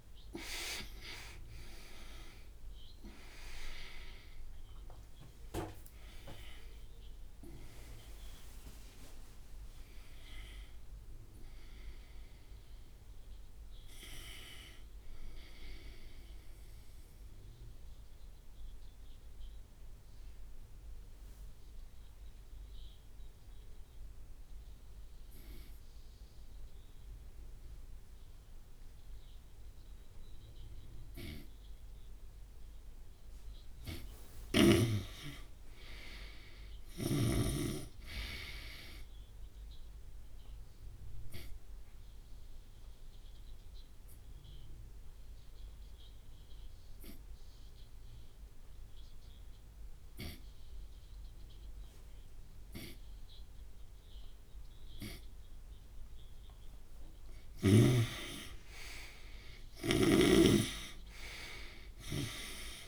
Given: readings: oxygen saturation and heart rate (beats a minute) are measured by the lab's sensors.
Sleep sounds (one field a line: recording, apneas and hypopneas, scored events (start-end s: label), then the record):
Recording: breathing in sleep by a room microphone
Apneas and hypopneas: 2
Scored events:
0.00-4.50 s: arousal
0.00-13.00 s: oxygen desaturation (device-marked, oxygen 92% lowest)
17.50-32.50 s: obstructive apnea (oxygen 98% before, 87% lowest)
35.00-39.50 s: arousal
41.00-56.00 s: obstructive apnea (oxygen 99% before, 87% lowest)
43.00-62.00 s: oxygen desaturation (device-marked, oxygen 99% before, 91% lowest)
59.00-62.88 s: arousal
60.00-62.88 s: snoring (device-marked)
From the record:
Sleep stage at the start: N2 (light sleep)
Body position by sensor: on the right side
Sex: male